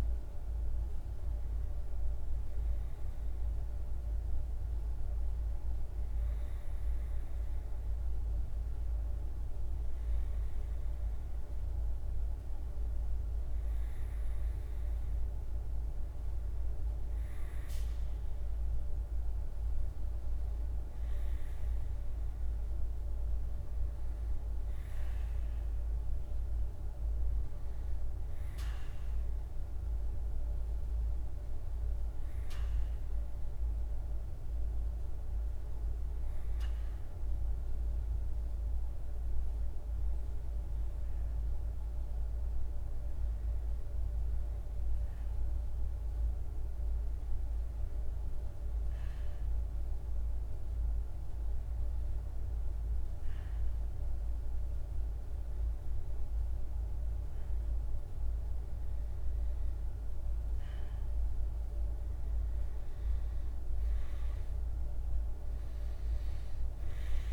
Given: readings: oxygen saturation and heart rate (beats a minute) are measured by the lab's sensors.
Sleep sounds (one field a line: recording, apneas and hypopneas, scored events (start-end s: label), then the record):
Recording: breathing in sleep, hard to hear, by a room microphone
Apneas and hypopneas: 1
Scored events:
15.00-35.00 s: oxygen desaturation (device-marked, oxygen 99% before, 96% lowest, heart rate 58 before, 52 extreme)
50.00-62.50 s: hypopnea (oxygen 97% before, 93% lowest, heart rate 53 before, 52 extreme, up 4 after)
63.00-67.33 s: oxygen desaturation (device-marked, oxygen 96% before, 93% lowest, heart rate 52 before, 53 extreme)
64.50-67.33 s: arousal
From the record:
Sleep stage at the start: REM sleep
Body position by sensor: on the back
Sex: male